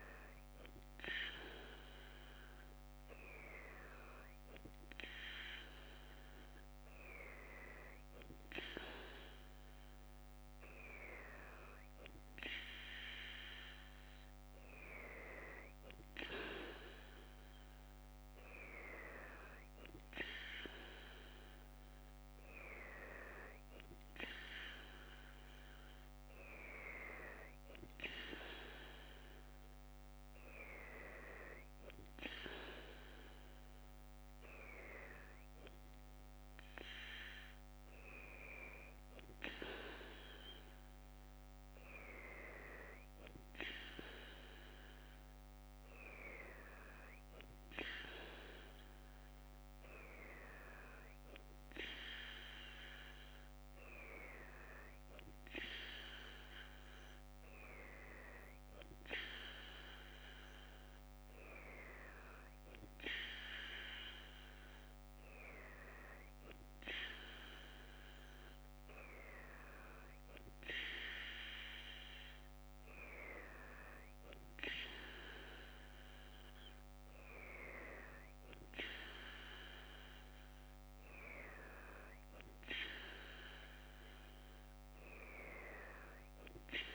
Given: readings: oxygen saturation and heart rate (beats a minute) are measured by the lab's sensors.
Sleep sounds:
breathing in sleep by a microphone on the trachea; none
none scored
From the record:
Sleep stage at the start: N2 (light sleep); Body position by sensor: on the left side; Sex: female

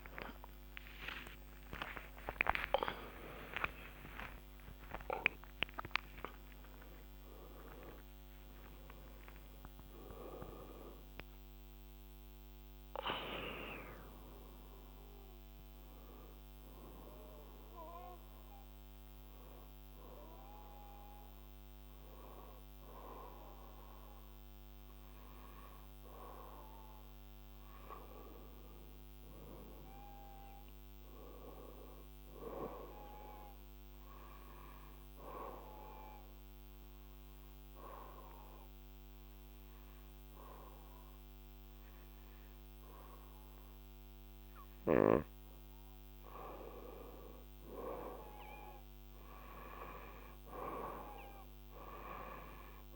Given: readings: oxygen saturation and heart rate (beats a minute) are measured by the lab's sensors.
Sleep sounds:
breathing in sleep by a microphone on the trachea; 1
0.00-17.00 s: oxygen desaturation (device-marked, oxygen 91% lowest, heart rate 69 extreme)
0.50-6.50 s: arousal
27.00-31.00 s: arousal
35.00-45.50 s: hypopnea (oxygen 98% before, 91% lowest, heart rate 77 before, 70 extreme, up 9 after)
47.50-50.50 s: arousal
51.00-52.95 s: oxygen desaturation (device-marked, oxygen 96% before, 92% lowest, heart rate 71 before, 70 extreme)
From the record:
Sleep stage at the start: N2 (light sleep); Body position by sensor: on the back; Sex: female

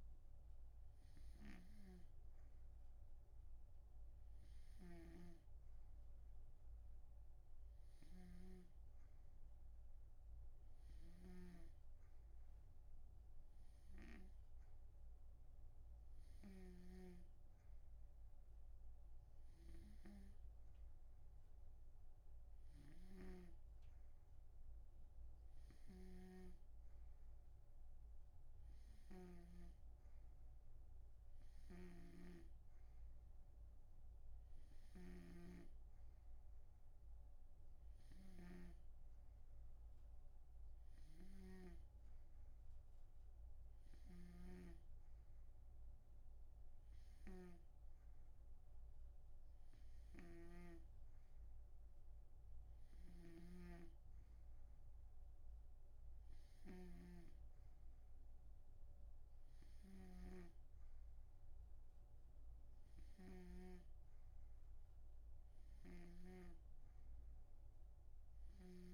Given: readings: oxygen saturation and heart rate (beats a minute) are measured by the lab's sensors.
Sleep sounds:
breathing in sleep by a room microphone; none
0.00-9.00 s: snoring (device-marked)
11.00-30.00 s: snoring (device-marked)
32.00-64.00 s: snoring (device-marked)
66.00-68.94 s: snoring (device-marked)
From the record:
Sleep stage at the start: N2 (light sleep); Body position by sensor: on the right side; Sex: male

